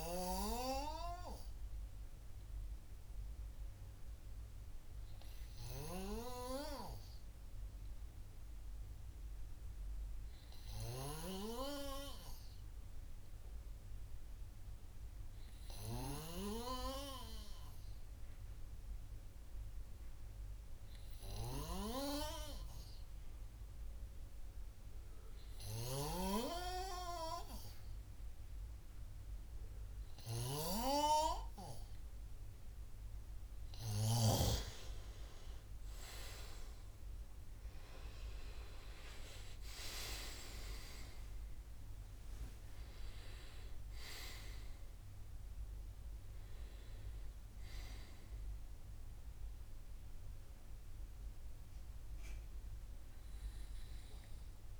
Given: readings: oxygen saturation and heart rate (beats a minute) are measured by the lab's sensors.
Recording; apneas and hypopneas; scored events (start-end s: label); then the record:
breathing in sleep by a room microphone; 1
3.50-30.50 s: hypopnea (oxygen 98% before, 94% lowest, heart rate 68 before, 49 extreme, up 6 after)
25.50-34.50 s: snoring (device-marked)
36.50-40.00 s: arousal
From the record:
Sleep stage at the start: N2 (light sleep); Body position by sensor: on the right side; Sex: male